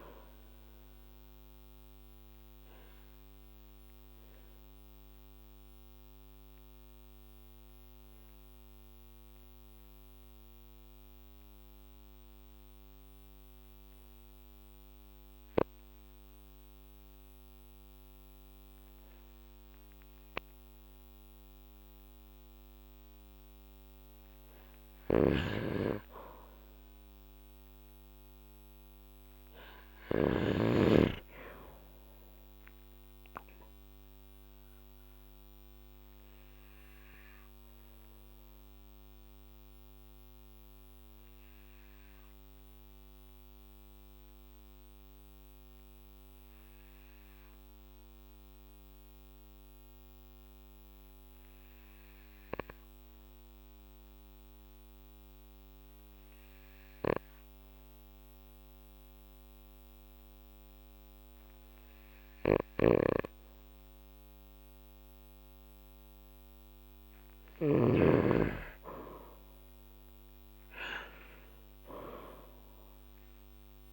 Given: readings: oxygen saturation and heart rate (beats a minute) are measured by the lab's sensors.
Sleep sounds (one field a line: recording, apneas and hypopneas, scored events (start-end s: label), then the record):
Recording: breathing in sleep by a microphone on the trachea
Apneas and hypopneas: 2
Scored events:
2.00-23.00 s: obstructive apnea (oxygen 99% before, 93% lowest, heart rate 54 before, 48 extreme, up 4 after)
24.50-30.00 s: snoring (device-marked)
25.50-29.50 s: arousal
25.50-54.50 s: oxygen desaturation (device-marked, oxygen 98% before, 93% lowest, heart rate 51 before, 48 extreme)
34.00-64.50 s: obstructive apnea (oxygen 98% before, 93% lowest, heart rate 52 before, 47 extreme, up 5 after)
62.00-67.50 s: snoring (device-marked)
63.50-73.50 s: oxygen desaturation (device-marked, oxygen 97% before, 94% lowest, heart rate 52 before, 47 extreme)
69.00-73.00 s: arousal
From the record:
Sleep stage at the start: N2 (light sleep)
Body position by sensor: on the back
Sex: male